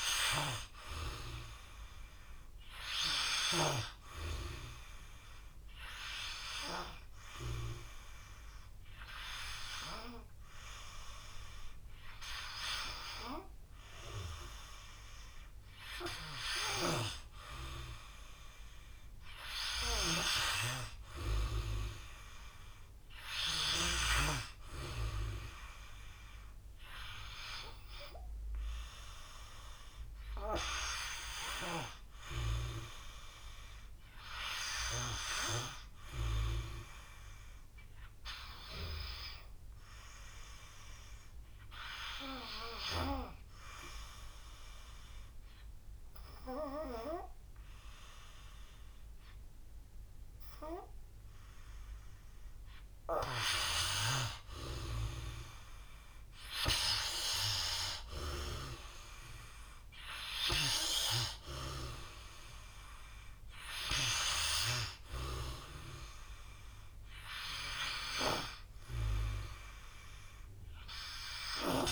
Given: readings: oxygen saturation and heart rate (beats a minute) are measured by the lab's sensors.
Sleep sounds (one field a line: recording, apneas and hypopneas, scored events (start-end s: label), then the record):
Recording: breathing in sleep by a room microphone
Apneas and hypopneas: 2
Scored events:
0.00-12.50 s: oxygen desaturation (device-marked, oxygen 87% lowest, heart rate 49 extreme)
5.00-16.00 s: obstructive apnea (oxygen 96% before, 87% lowest, heart rate 53 before, 49 extreme, up 1 after)
21.00-25.00 s: arousal
39.50-52.50 s: obstructive apnea (oxygen 97% before, 89% lowest, heart rate 52 before, 54 extreme, up 5 after)
48.50-71.91 s: oxygen desaturation (device-marked, oxygen 96% before, 89% lowest, heart rate 54 before, 52 extreme)
55.00-58.00 s: arousal
From the record:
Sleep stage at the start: N3 (deep sleep)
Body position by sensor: on the back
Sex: male